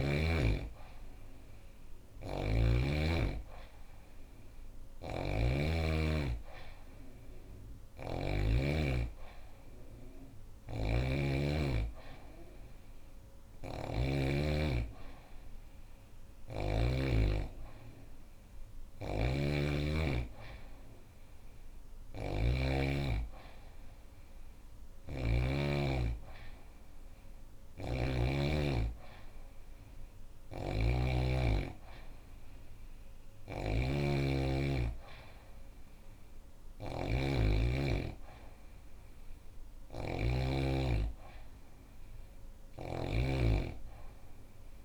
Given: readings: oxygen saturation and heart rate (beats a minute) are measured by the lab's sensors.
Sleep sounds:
breathing in sleep by a room microphone; none
1.50-8.00 s: snoring (device-marked)
10.00-13.50 s: snoring (device-marked)
18.00-22.00 s: snoring (device-marked)
24.00-27.50 s: snoring (device-marked)
29.50-42.50 s: snoring (device-marked)
From the record:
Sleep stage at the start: N2 (light sleep); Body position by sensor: on the back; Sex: female

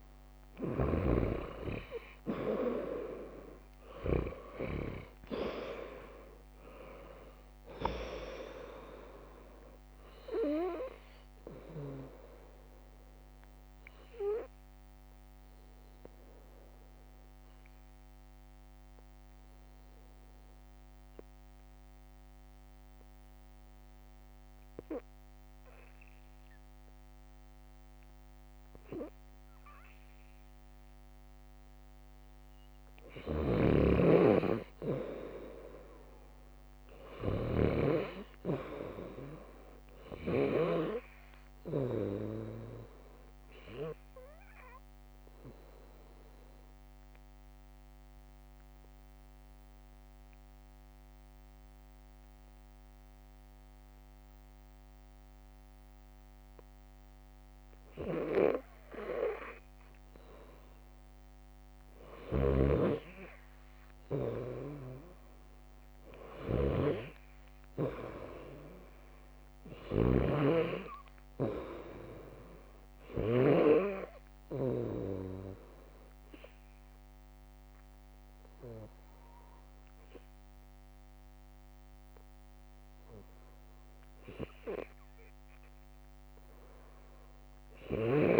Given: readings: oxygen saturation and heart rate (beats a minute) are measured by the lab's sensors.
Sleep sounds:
breathing in sleep by a microphone on the trachea; 2
0.00-1.50 s: bradycardia (device-marked, heart rate 57 extreme)
0.50-4.50 s: arousal
4.50-15.50 s: drop in pulse transit time (device-marked, heart rate 69 before, 63 extreme)
14.50-16.50 s: bradycardia (device-marked, heart rate 68 before, 65 extreme)
16.00-29.00 s: hypopnea (oxygen 99% before, 95% lowest, heart rate 68 before, 57 extreme)
28.50-41.50 s: bradycardia (device-marked, heart rate 68 before, 57 extreme)
32.50-36.00 s: arousal
33.00-37.50 s: snoring (device-marked)
45.50-56.50 s: drop in pulse transit time (device-marked, heart rate 59 before, 63 extreme)
46.50-59.00 s: obstructive apnea (oxygen 100% before, 95% lowest, heart rate 59 before, 54 extreme, up 1 after)
54.50-71.50 s: bradycardia (device-marked, heart rate 67 before, 54 extreme)
62.00-74.50 s: snoring (device-marked)
63.00-66.50 s: arousal
77.50-86.50 s: drop in pulse transit time (device-marked, heart rate 57 before, 63 extreme)
From the record:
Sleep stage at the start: N2 (light sleep); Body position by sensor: on the left side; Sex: female

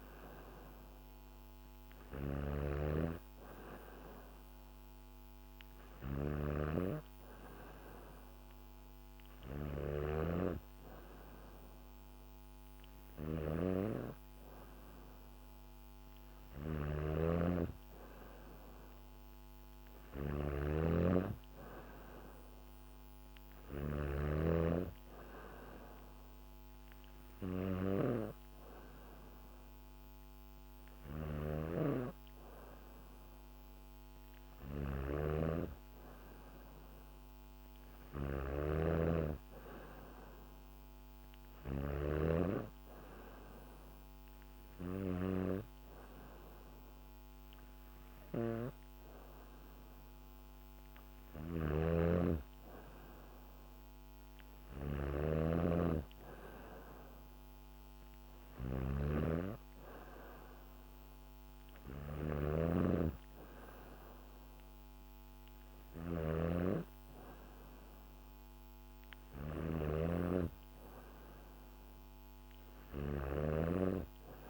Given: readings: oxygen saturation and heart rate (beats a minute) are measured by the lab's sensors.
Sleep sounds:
breathing in sleep by a microphone on the trachea; none
0.00-41.50 s: snoring (device-marked)
51.00-74.50 s: snoring (device-marked)
From the record:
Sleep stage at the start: N3 (deep sleep); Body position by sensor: on the back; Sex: female

